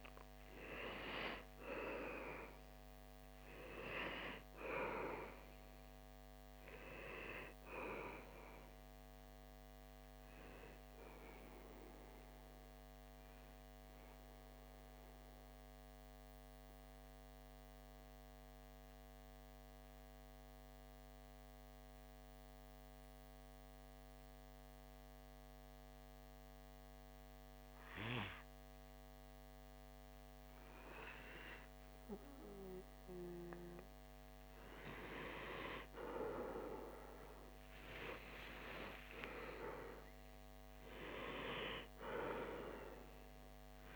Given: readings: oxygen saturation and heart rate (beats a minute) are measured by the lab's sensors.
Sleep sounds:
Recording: breathing in sleep by a microphone on the trachea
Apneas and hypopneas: 1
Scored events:
0.00-17.50 s: oxygen desaturation (device-marked, oxygen 94% lowest)
11.00-32.50 s: mixed apnea (oxygen 98% before, 93% lowest)
35.50-43.95 s: oxygen desaturation (device-marked, oxygen 98% before, 94% lowest)
38.50-42.50 s: arousal
From the record:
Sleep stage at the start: N2 (light sleep)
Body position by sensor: on the back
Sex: male

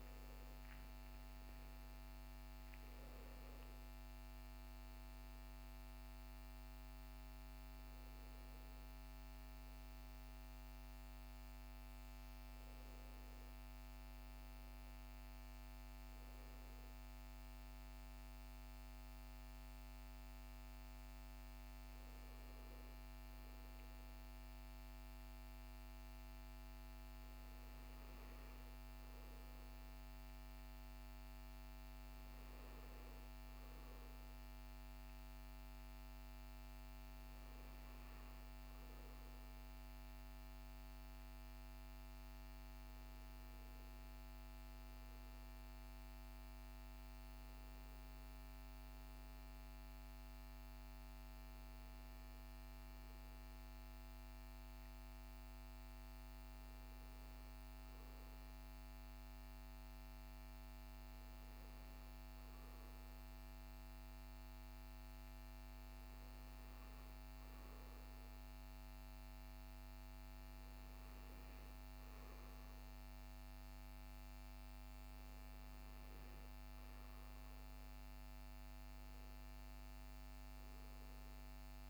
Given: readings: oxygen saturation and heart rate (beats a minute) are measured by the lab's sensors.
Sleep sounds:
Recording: a person partly awake in a sleep study, hard to hear, by a microphone on the trachea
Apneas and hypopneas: none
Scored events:
13.00-73.00 s: new sleep stage, N1 (lightest sleep)
73.00-81.90 s: new sleep stage, N2 (light sleep)
From the record:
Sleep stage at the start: awake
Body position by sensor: on the back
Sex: male

